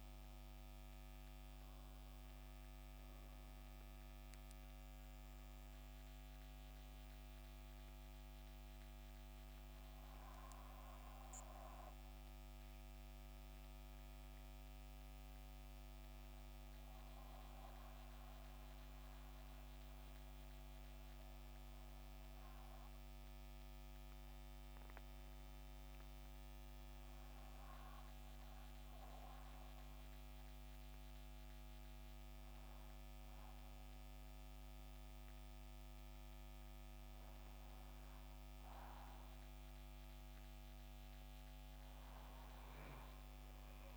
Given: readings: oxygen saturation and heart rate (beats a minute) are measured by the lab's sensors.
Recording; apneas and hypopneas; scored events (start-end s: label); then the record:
breathing in sleep, hard to hear, by a microphone on the trachea; 1
0.00-14.50 s: oxygen desaturation (device-marked, oxygen 84% lowest, heart rate 68 extreme)
3.00-6.50 s: arousal
9.00-38.00 s: hypopnea (oxygen 94% before, 85% lowest, heart rate 79 before, 67 extreme, up 3 after)
29.50-43.96 s: oxygen desaturation (device-marked, oxygen 95% before, 85% lowest, heart rate 70 before, 67 extreme)
41.50-43.96 s: arousal
From the record:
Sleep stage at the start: N2 (light sleep); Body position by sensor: on the back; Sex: male